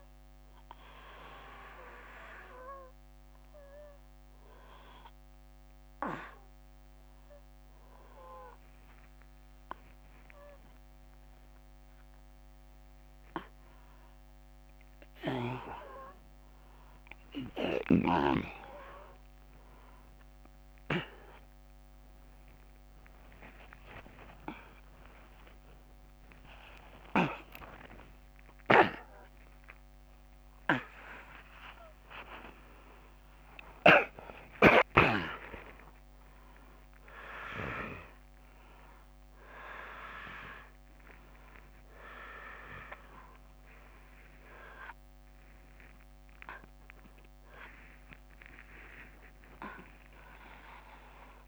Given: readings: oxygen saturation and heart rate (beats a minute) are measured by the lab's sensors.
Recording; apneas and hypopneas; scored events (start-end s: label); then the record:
a person awake in a sleep study, by a microphone on the trachea; none
17.00-51.48 s: new sleep stage, awake
From the record:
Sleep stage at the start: N1 (lightest sleep); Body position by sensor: on the back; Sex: male